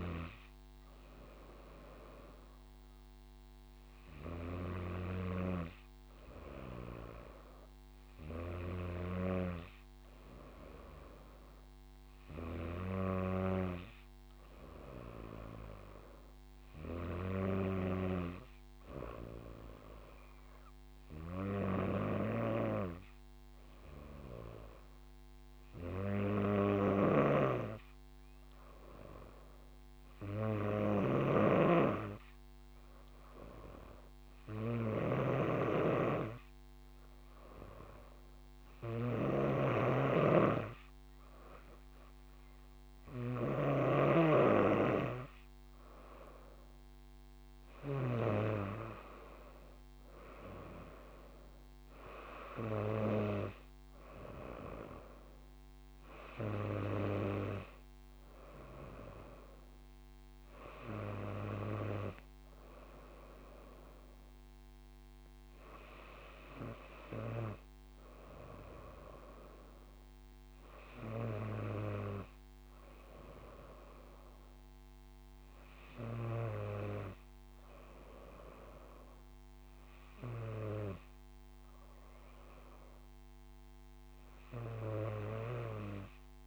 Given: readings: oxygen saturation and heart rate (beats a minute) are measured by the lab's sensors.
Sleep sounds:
breathing in sleep by a microphone on the trachea; 1
10.00-43.00 s: hypopnea (oxygen 97% before, 94% lowest, heart rate 64 before, 61 extreme, up 5 after)
27.50-44.50 s: snoring (device-marked)
47.50-51.50 s: arousal
From the record:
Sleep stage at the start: N2 (light sleep); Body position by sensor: on the front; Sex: female

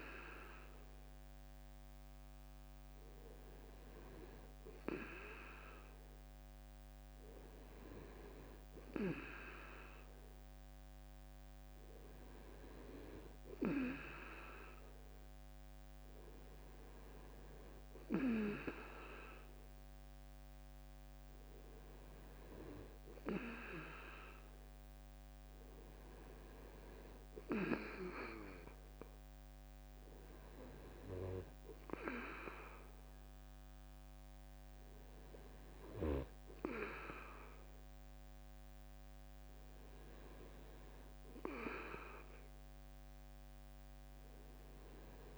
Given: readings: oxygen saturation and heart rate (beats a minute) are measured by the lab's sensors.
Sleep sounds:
breathing in sleep by a microphone on the trachea; none
none scored
From the record:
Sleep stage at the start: N2 (light sleep); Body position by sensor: on the back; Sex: male

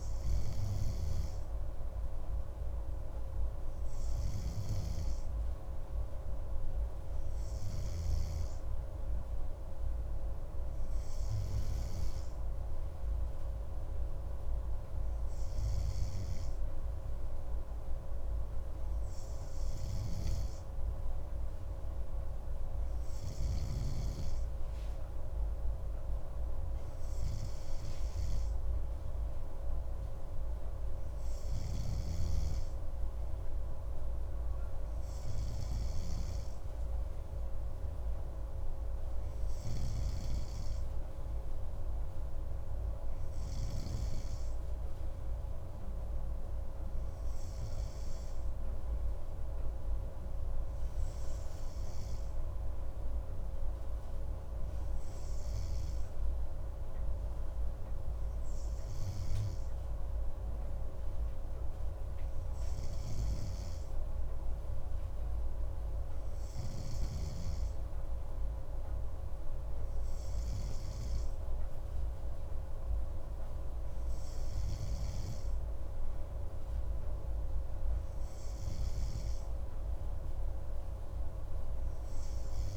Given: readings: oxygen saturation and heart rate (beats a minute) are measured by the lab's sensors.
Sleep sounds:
breathing in sleep, hard to hear, by a room microphone; none
none scored
From the record:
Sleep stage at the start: N3 (deep sleep); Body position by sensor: on the right side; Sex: male

